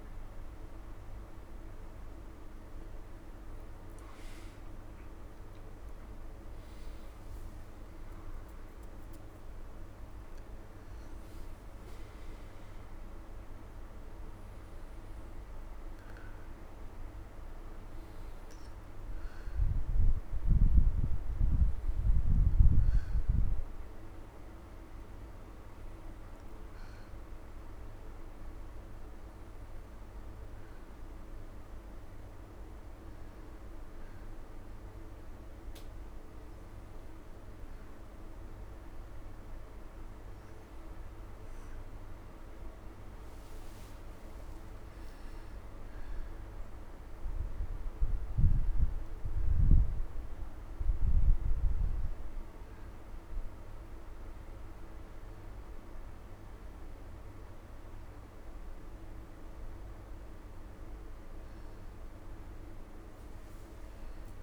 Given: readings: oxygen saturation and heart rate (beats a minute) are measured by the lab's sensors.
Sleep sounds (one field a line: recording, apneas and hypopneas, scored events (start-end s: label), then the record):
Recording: breathing in sleep, hard to hear, by a room microphone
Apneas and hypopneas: none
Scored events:
3.50-7.50 s: arousal
From the record:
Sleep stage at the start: N1 (lightest sleep)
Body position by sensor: on the back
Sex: male